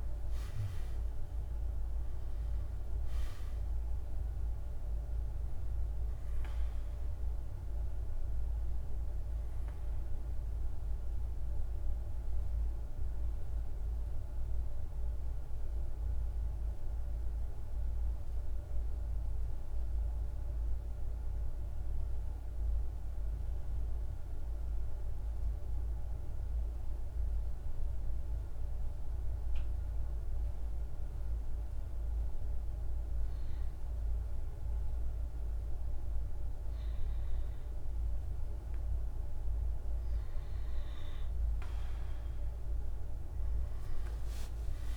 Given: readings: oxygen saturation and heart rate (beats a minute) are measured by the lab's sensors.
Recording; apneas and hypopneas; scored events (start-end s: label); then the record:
breathing in sleep, hard to hear, by a room microphone; 1
0.00-17.50 s: oxygen desaturation (device-marked, oxygen 90% lowest, heart rate 49 extreme)
12.50-39.00 s: mixed apnea (oxygen 97% before, 91% lowest, heart rate 55 before, 49 extreme, up 4 after)
39.50-44.97 s: oxygen desaturation (device-marked, oxygen 98% before, 91% lowest, heart rate 50 before, 50 extreme)
42.50-44.97 s: arousal
From the record:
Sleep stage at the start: N2 (light sleep); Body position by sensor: on the right side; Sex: male